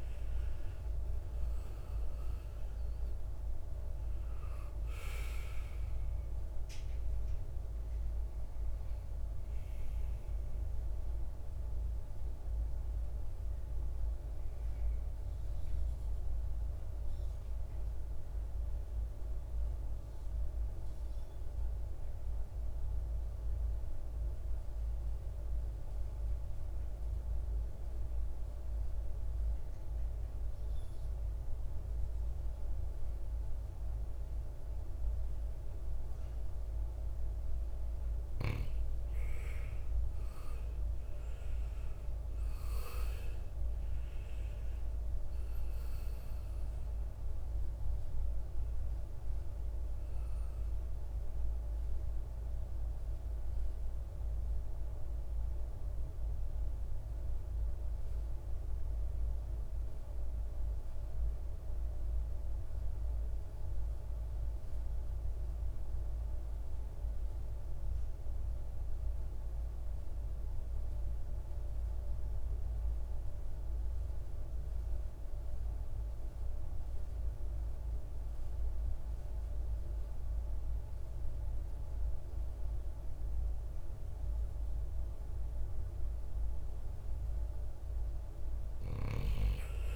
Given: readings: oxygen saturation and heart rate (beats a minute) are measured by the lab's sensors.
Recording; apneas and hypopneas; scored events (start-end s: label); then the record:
breathing in sleep, hard to hear, by a room microphone; 2
0.00-1.00 s: arousal
0.00-20.00 s: oxygen desaturation (device-marked, oxygen 86% lowest, heart rate 53 extreme)
9.50-36.00 s: mixed apnea (oxygen 100% before, 86% lowest, heart rate 63 before, 53 extreme, up 14 after)
38.00-63.00 s: oxygen desaturation (device-marked, oxygen 98% before, 89% lowest, heart rate 56 before, 55 extreme)
39.50-44.00 s: arousal
55.50-85.50 s: mixed apnea (oxygen 99% before, 84% lowest, heart rate 65 before, 55 extreme, up 10 after)
83.00-89.96 s: oxygen desaturation (device-marked, oxygen 98% before, 84% lowest, heart rate 58 before, 52 extreme)
88.50-89.96 s: arousal
From the record:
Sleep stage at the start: N2 (light sleep); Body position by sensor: on the right side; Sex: male